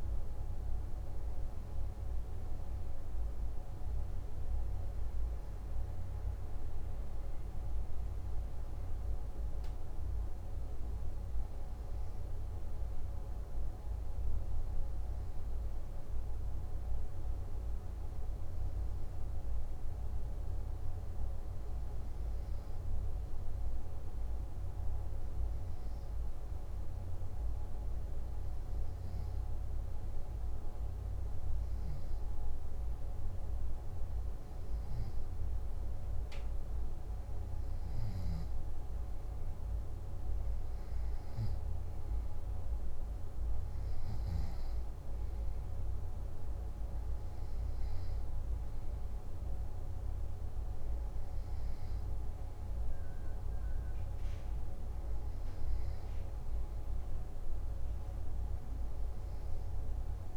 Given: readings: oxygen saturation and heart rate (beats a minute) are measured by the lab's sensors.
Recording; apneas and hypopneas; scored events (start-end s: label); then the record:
breathing in sleep, hard to hear, by a room microphone; 1
11.50-33.00 s: hypopnea (oxygen 96% before, 94% lowest, heart rate 62 before, 59 extreme, up 0 after)
34.50-38.00 s: arousal
From the record:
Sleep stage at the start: N2 (light sleep); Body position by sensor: on the back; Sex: male